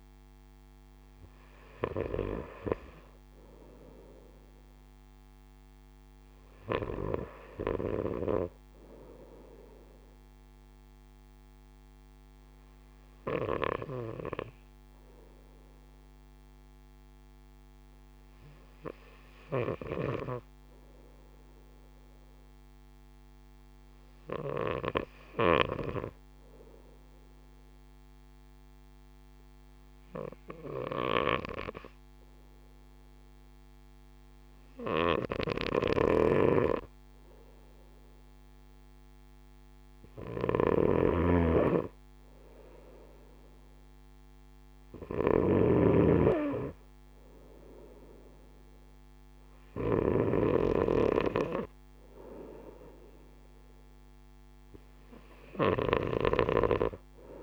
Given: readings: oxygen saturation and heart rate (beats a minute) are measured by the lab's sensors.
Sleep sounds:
breathing in sleep by a microphone on the trachea; 1
7.50-11.00 s: arousal
14.00-38.50 s: hypopnea (oxygen 98% before, 95% lowest)
35.00-57.43 s: snoring (device-marked)
40.50-45.00 s: arousal
From the record:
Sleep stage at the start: N2 (light sleep); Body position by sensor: on the right side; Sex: male

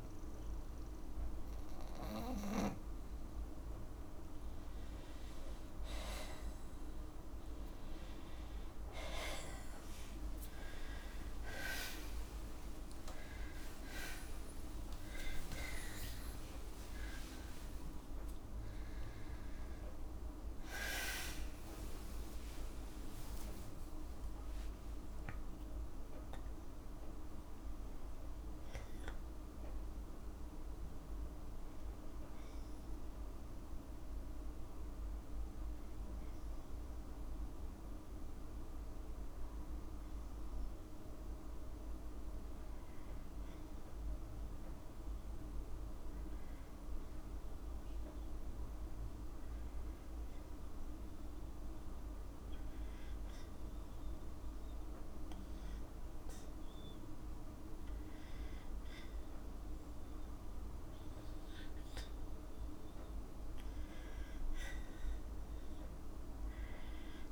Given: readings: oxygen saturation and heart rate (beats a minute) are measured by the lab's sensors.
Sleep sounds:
a person partly awake in a sleep study, hard to hear, by a room microphone; 1
10.50-27.50 s: tachycardia (device-marked, heart rate 63 before, 143 extreme)
11.50-13.50 s: long interval between heartbeats (device-marked, heart rate 64 before, 97 extreme)
14.00-16.00 s: long interval between heartbeats (device-marked, heart rate 68 before, 107 extreme)
22.00-24.00 s: long interval between heartbeats (device-marked, heart rate 89 before, 111 extreme)
27.50-67.32 s: new sleep stage, N2 (light sleep)
41.50-50.50 s: oxygen desaturation (device-marked, oxygen 95% before, 90% lowest, heart rate 107 before, 79 extreme)
51.00-63.00 s: obstructive apnea (oxygen 95% before, 91% lowest, heart rate 87 before, 79 extreme, up 7 after)
From the record:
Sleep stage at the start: awake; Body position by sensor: on the right side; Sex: female

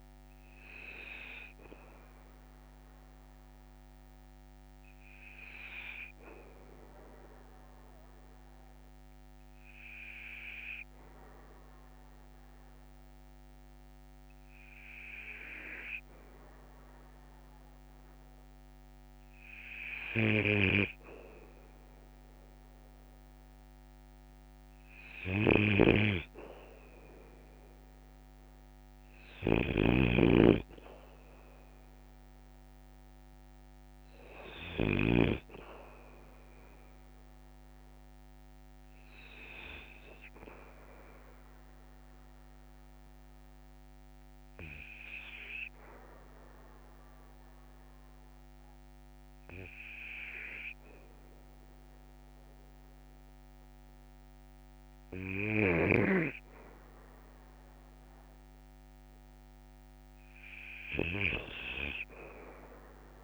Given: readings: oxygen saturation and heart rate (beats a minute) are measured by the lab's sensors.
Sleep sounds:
breathing in sleep by a microphone on the trachea; 2
2.50-17.50 s: obstructive apnea (oxygen 96% before, 93% lowest, heart rate 55 before, 54 extreme, up 3 after)
19.50-23.50 s: arousal
25.50-35.00 s: snoring (device-marked)
35.00-62.00 s: oxygen desaturation (device-marked, oxygen 97% before, 93% lowest, heart rate 57 before, 55 extreme)
40.50-54.00 s: obstructive apnea (oxygen 97% before, 93% lowest, heart rate 58 before, 55 extreme, up 3 after)
56.00-58.50 s: arousal
From the record:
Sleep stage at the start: N2 (light sleep); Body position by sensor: on the back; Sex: male

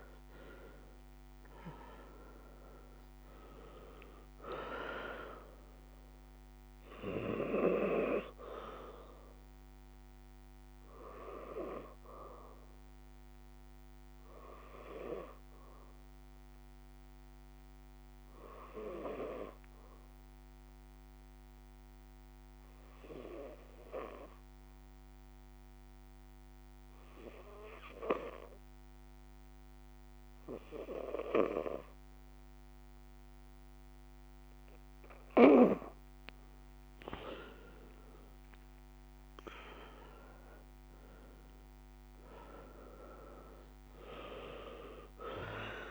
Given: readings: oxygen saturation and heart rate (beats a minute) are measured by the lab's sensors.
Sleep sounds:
breathing in sleep by a microphone on the trachea; 1
2.00-30.00 s: oxygen desaturation (device-marked, oxygen 95% before, 81% lowest, heart rate 66 before, 55 extreme)
5.50-32.50 s: obstructive apnea (oxygen 95% before, 81% lowest, heart rate 68 before, 55 extreme, up 7 after)
36.00-40.50 s: arousal
40.00-45.91 s: oxygen desaturation (device-marked, oxygen 96% before, 82% lowest, heart rate 64 before, 55 extreme)
From the record:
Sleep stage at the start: N2 (light sleep); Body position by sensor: on the back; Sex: female

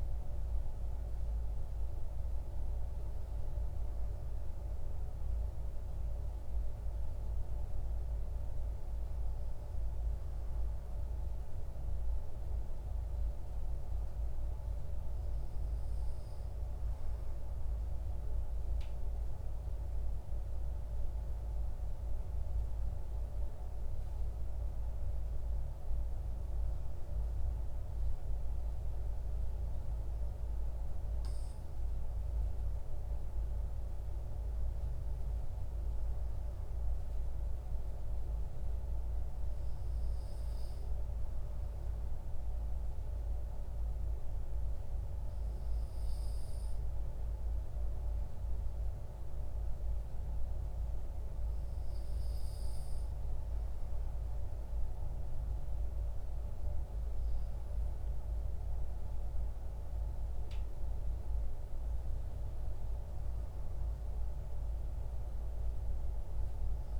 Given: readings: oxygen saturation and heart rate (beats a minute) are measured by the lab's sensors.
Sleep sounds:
breathing in sleep, hard to hear, by a room microphone; 1
2.00-67.00 s: new sleep stage, N2 (light sleep)
39.50-55.00 s: obstructive apnea (oxygen 97% before, 95% lowest, heart rate 56 before, 44 extreme, up 9 after)
56.50-60.50 s: arousal
From the record:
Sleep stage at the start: N1 (lightest sleep); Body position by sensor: on the back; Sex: male

